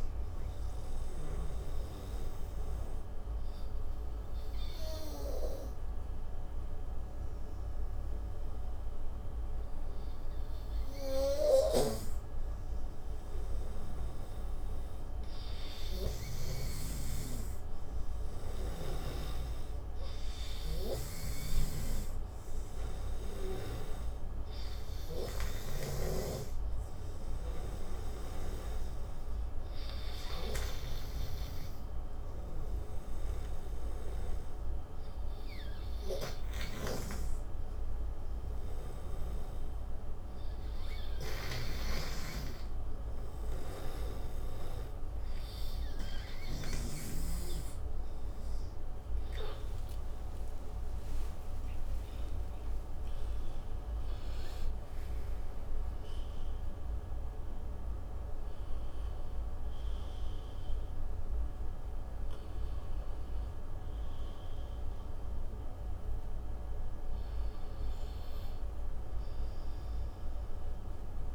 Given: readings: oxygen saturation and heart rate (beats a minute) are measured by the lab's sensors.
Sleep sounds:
breathing in sleep by a room microphone; 2
0.00-17.00 s: oxygen desaturation (device-marked, oxygen 88% lowest, heart rate 64 extreme)
2.50-19.00 s: obstructive apnea (oxygen 99% before, 88% lowest, heart rate 64 before, 64 extreme, up 13 after)
19.00-36.00 s: oxygen desaturation (device-marked, oxygen 96% before, 89% lowest, heart rate 69 before, 64 extreme)
21.00-24.00 s: arousal
32.00-47.50 s: hypopnea (oxygen 96% before, 90% lowest, heart rate 72 before, 64 extreme)
48.00-55.00 s: tachycardia (device-marked, heart rate 68 before, 127 extreme)
50.00-53.00 s: arousal
52.00-65.00 s: oxygen desaturation (device-marked, oxygen 95% before, 90% lowest, heart rate 74 before, 58 extreme)
From the record:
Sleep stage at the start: N2 (light sleep); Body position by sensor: on the right side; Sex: male

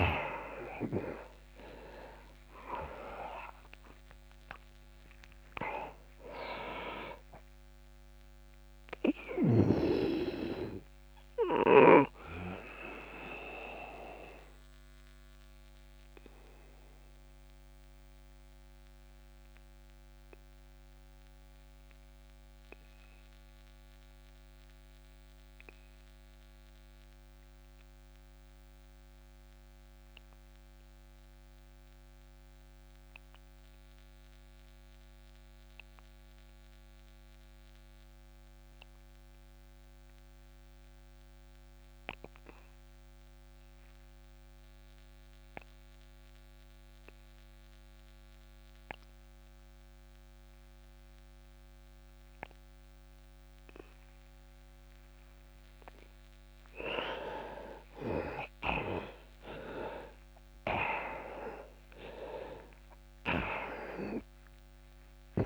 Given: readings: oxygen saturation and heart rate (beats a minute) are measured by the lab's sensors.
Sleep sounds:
breathing in sleep by a microphone on the trachea; 1
0.00-2.00 s: arousal
0.00-34.50 s: oxygen desaturation (device-marked, oxygen 84% lowest)
11.00-55.00 s: obstructive apnea (oxygen 99% before, 83% lowest)
49.50-65.46 s: oxygen desaturation (device-marked, oxygen 99% before, 83% lowest)
57.00-61.00 s: arousal
From the record:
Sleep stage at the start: REM sleep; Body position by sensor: on the back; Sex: male

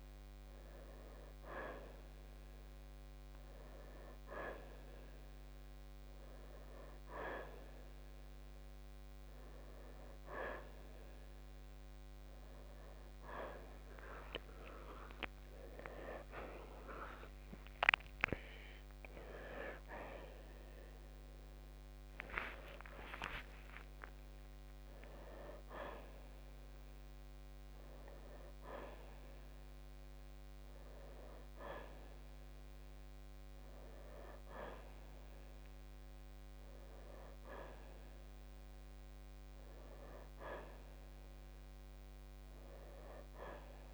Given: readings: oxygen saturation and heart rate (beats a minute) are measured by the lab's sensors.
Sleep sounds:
breathing in sleep by a microphone on the trachea; none
22.00-26.00 s: arousal
From the record:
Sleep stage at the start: N1 (lightest sleep); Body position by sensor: on the right side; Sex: male

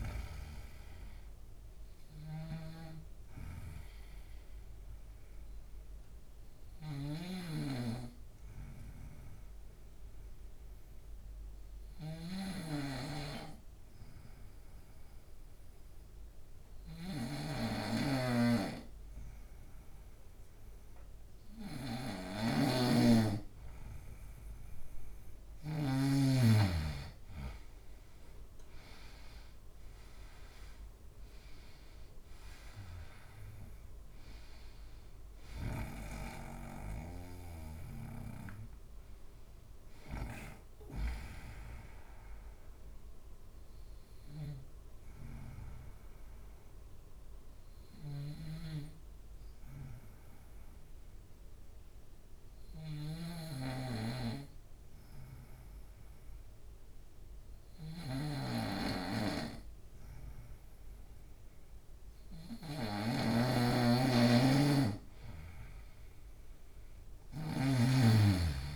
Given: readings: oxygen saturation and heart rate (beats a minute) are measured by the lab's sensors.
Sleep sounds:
breathing in sleep by a room microphone; 2
0.00-25.50 s: snoring (device-marked)
3.00-21.00 s: obstructive apnea (oxygen 98% before, 91% lowest, heart rate 77 before, 72 extreme, up 2 after)
5.50-18.50 s: oxygen desaturation (device-marked, oxygen 96% before, 91% lowest, heart rate 78 before, 72 extreme)
24.00-28.00 s: arousal
31.50-57.50 s: oxygen desaturation (device-marked, oxygen 97% before, 91% lowest, heart rate 73 before, 73 extreme)
42.00-62.00 s: obstructive apnea (oxygen 97% before, 91% lowest, heart rate 77 before, 73 extreme, up 2 after)
47.50-67.00 s: snoring (device-marked)
64.50-67.50 s: arousal
From the record:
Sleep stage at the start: N2 (light sleep); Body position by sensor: on the right side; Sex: male

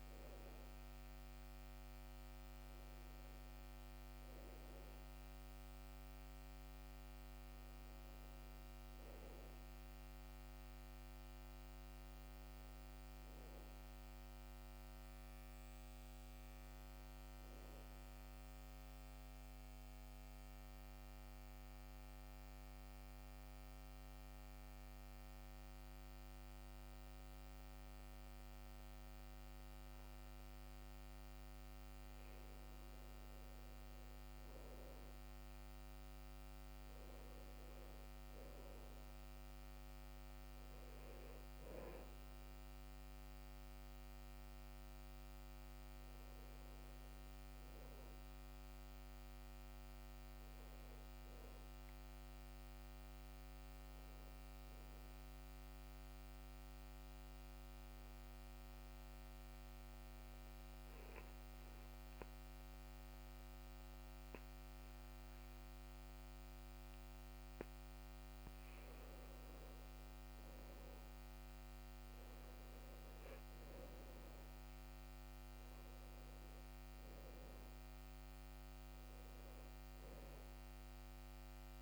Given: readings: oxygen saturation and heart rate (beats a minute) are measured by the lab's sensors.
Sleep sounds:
breathing in sleep, hard to hear, by a microphone on the trachea; 2
0.00-21.00 s: oxygen desaturation (device-marked, oxygen 89% lowest, heart rate 62 extreme)
11.00-16.00 s: arousal
18.50-32.00 s: obstructive apnea (oxygen 94% before, 91% lowest, heart rate 69 before, 62 extreme, up 8 after)
34.00-38.00 s: arousal
43.00-63.00 s: oxygen desaturation (device-marked, oxygen 97% before, 93% lowest, heart rate 66 before, 65 extreme)
56.00-67.50 s: obstructive apnea (oxygen 97% before, 90% lowest, heart rate 68 before, 63 extreme, up 5 after)
71.50-75.50 s: arousal
74.00-81.82 s: oxygen desaturation (device-marked, oxygen 96% before, 90% lowest, heart rate 68 before, 63 extreme)
From the record:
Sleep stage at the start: N2 (light sleep); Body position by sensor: on the back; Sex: male

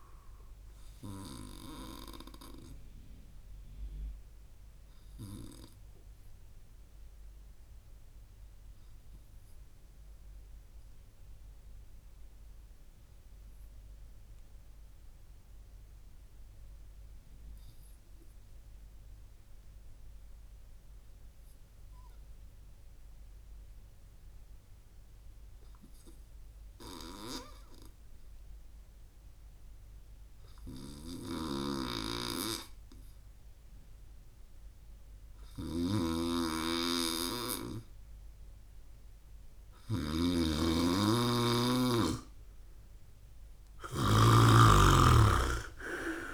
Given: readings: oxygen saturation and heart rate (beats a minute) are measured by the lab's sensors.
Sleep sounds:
breathing in sleep by a room microphone; 1
5.50-35.00 s: obstructive apnea (oxygen 98% before, 96% lowest)
30.50-46.34 s: snoring (device-marked)
38.50-42.50 s: arousal
From the record:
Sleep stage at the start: N2 (light sleep); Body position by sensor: on the right side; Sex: male

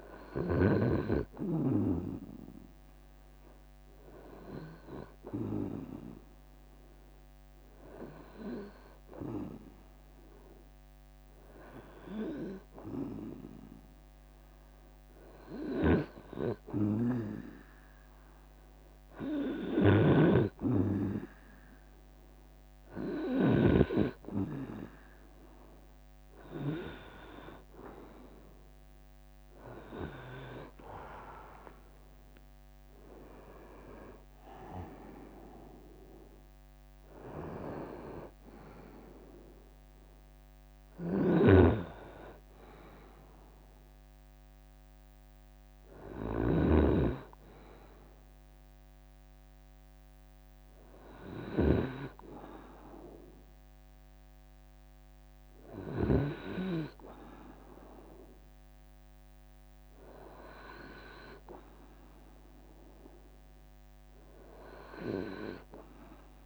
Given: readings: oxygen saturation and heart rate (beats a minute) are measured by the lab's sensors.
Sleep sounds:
breathing in sleep by a microphone on the trachea; none
19.00-23.00 s: snoring (device-marked)
28.50-40.50 s: drop in pulse transit time (device-marked, heart rate 77 before, 70 extreme)
30.00-33.50 s: arousal
36.50-38.50 s: long interval between heartbeats (device-marked, heart rate 75 before, 79 extreme)
40.50-46.00 s: snoring (device-marked)
From the record:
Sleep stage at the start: REM sleep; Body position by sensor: on the right side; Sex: male

